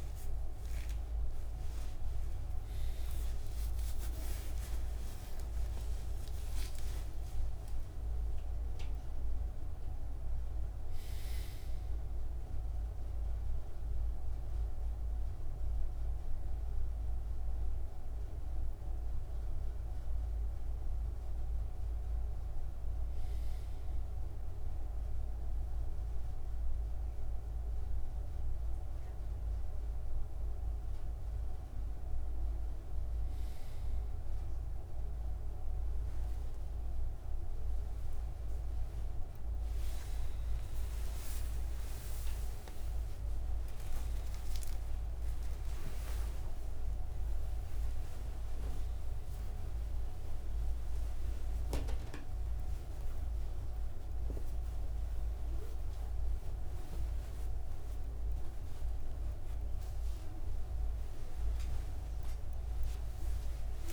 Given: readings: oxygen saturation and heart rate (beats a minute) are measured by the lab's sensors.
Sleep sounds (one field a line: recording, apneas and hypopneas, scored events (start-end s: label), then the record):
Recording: a person awake in a sleep study, hard to hear, by a room microphone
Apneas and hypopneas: none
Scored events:
none scored
From the record:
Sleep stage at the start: awake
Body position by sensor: on the right side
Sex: male